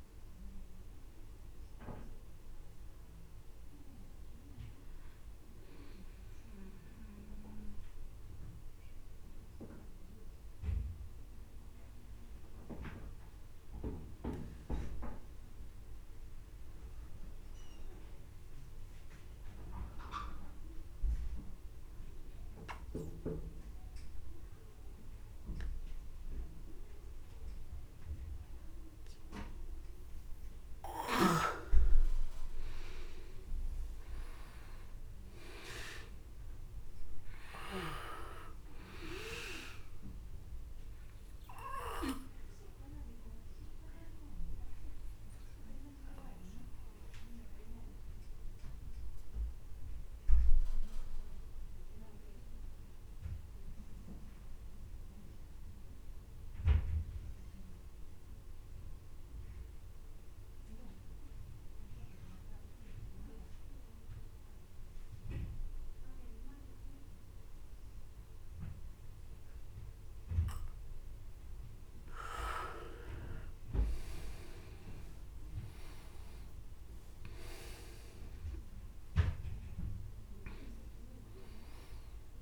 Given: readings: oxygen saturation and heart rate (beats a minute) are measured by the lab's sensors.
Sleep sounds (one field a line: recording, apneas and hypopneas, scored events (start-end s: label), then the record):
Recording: breathing in sleep by a room microphone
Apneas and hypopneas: 2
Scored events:
0.00-9.50 s: oxygen desaturation (device-marked, oxygen 86% lowest, heart rate 28 extreme)
5.50-30.00 s: obstructive apnea (oxygen 97% before, 88% lowest, heart rate 50 before, 28 extreme, up 38 after)
32.00-36.00 s: arousal
33.50-58.50 s: oxygen desaturation (device-marked, oxygen 99% before, 91% lowest, heart rate 46 before, 39 extreme)
40.00-70.50 s: obstructive apnea (oxygen 100% before, 88% lowest, heart rate 50 before, 37 extreme, up 13 after)
72.50-82.42 s: oxygen desaturation (device-marked, oxygen 99% before, 88% lowest)
75.00-79.50 s: arousal
From the record:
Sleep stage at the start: N2 (light sleep)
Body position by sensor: on the back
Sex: male